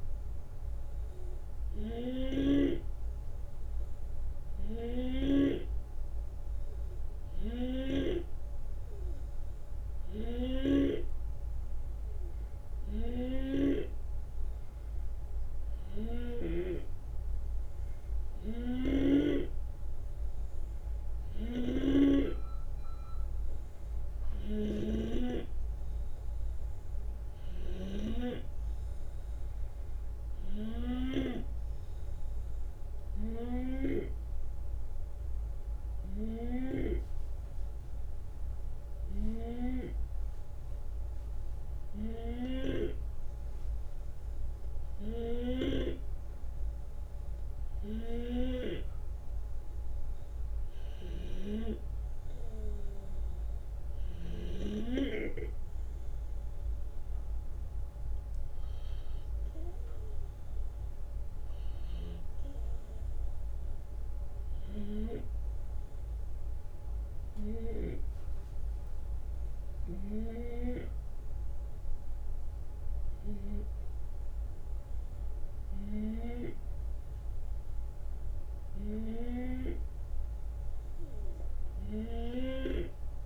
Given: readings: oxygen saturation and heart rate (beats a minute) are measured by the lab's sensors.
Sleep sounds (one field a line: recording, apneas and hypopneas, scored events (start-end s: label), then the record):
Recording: breathing in sleep by a room microphone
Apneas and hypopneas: none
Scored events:
0.00-5.50 s: snoring (device-marked)
7.50-16.50 s: snoring (device-marked)
18.50-34.00 s: snoring (device-marked)
From the record:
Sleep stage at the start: N2 (light sleep)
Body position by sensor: on the left side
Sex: male